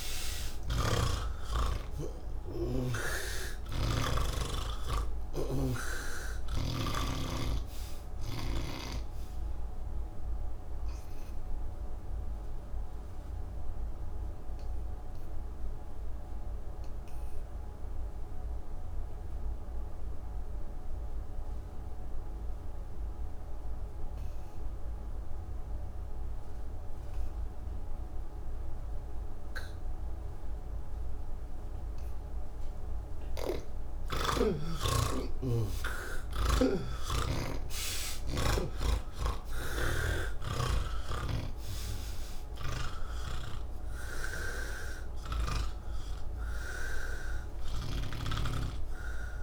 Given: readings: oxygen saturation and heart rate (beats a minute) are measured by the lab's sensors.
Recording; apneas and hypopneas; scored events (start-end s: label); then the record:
breathing in sleep by a room microphone; 1
0.00-25.50 s: oxygen desaturation (device-marked, oxygen 80% lowest, heart rate 79 extreme)
10.00-32.50 s: mixed apnea (oxygen 98% before, 80% lowest, heart rate 124 before, 79 extreme, up 5 after)
33.00-36.50 s: snoring (device-marked)
35.50-49.43 s: oxygen desaturation (device-marked, oxygen 98% before, 82% lowest, heart rate 131 before, 92 extreme)
From the record:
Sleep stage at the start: N3 (deep sleep); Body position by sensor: on the back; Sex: male